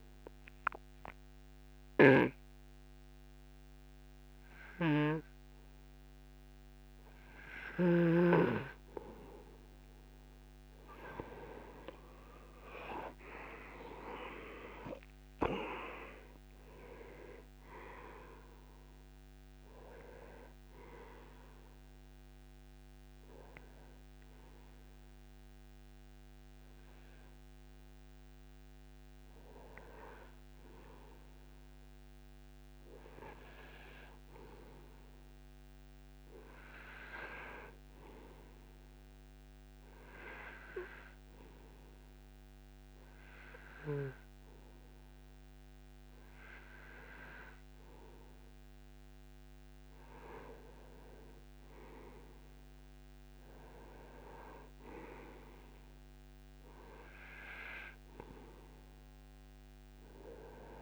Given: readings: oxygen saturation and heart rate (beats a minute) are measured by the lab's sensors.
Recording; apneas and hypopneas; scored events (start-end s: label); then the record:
breathing in sleep by a microphone on the trachea; 1
12.50-16.50 s: arousal
40.00-51.50 s: obstructive apnea (oxygen 92% before, 92% lowest, heart rate 170 before, 145 extreme)
53.50-57.00 s: arousal
From the record:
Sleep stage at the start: N2 (light sleep); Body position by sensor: on the right side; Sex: male